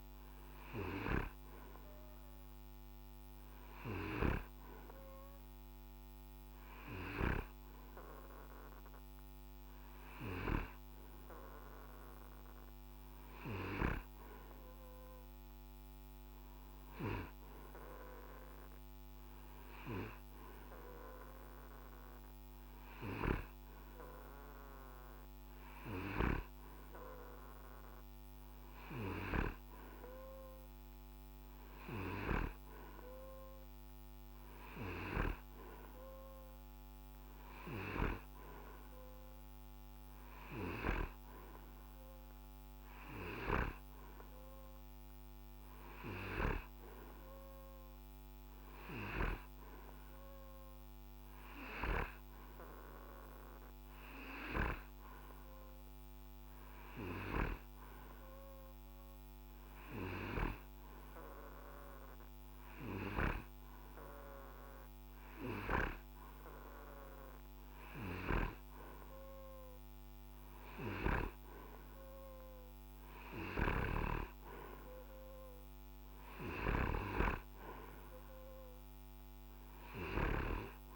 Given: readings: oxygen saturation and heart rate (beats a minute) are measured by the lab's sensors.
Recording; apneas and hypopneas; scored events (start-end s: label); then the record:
breathing in sleep by a microphone on the trachea; none
none scored
From the record:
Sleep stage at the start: N2 (light sleep); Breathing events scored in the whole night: 226 in 5.2 hours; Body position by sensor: on the right side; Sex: male